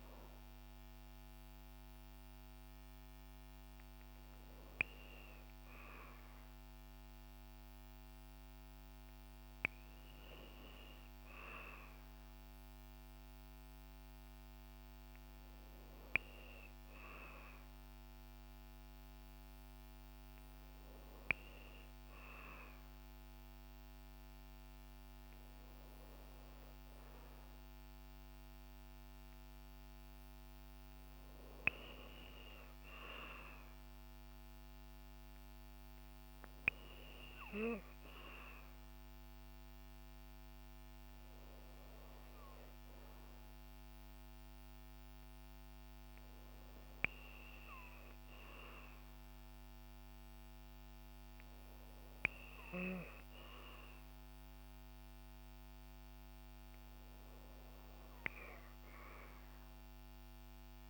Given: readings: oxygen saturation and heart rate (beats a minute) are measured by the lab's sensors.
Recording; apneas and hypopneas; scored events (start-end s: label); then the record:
breathing in sleep by a microphone on the trachea; none
none scored
From the record:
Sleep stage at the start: N3 (deep sleep); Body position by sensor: on the back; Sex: female